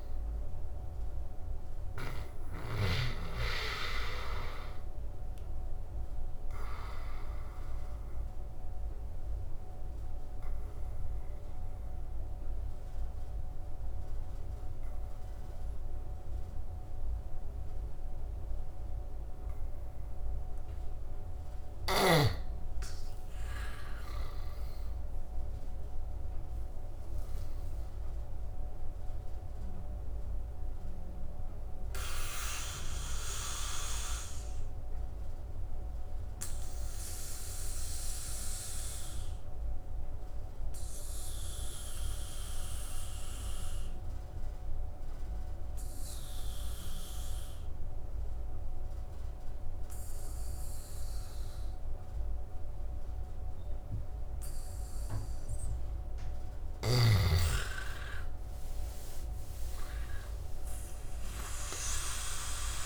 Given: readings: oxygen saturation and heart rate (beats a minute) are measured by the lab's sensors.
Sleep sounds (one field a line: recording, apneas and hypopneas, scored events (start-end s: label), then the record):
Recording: breathing in sleep by a room microphone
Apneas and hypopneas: 2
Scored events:
6.00-20.00 s: obstructive apnea (oxygen 100% before, 87% lowest, heart rate 80 before, 66 extreme, up 16 after)
11.50-20.50 s: oxygen desaturation (device-marked, oxygen 95% before, 90% lowest, heart rate 81 before, 69 extreme)
22.00-27.00 s: arousal
30.50-50.50 s: oxygen desaturation (device-marked, oxygen 99% before, 87% lowest, heart rate 74 before, 71 extreme)
30.50-55.00 s: obstructive apnea (oxygen 99% before, 83% lowest, heart rate 74 before, 71 extreme, up 10 after)
57.00-60.50 s: arousal
58.50-62.86 s: oxygen desaturation (device-marked, oxygen 99% before, 86% lowest, heart rate 74 before, 66 extreme)
From the record:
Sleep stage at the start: N2 (light sleep)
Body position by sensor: on the back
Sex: male